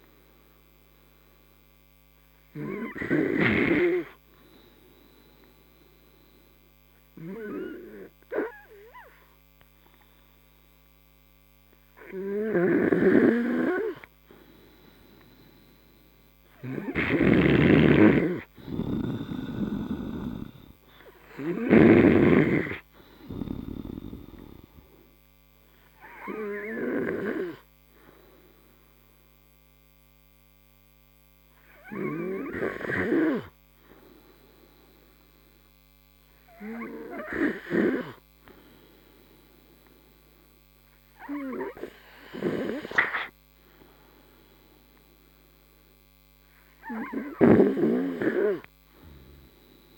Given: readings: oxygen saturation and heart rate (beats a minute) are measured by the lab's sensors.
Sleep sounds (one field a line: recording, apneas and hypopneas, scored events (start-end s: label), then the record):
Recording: breathing in sleep by a microphone on the trachea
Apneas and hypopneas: 2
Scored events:
5.00-15.50 s: obstructive apnea (oxygen 98% before, 90% lowest)
17.50-22.50 s: snoring (device-marked)
18.00-21.50 s: arousal
21.00-41.00 s: oxygen desaturation (device-marked, oxygen 95% before, 90% lowest)
28.00-38.50 s: hypopnea (oxygen 96% before, 90% lowest)
43.50-47.50 s: arousal
From the record:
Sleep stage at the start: N3 (deep sleep)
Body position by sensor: on the right side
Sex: male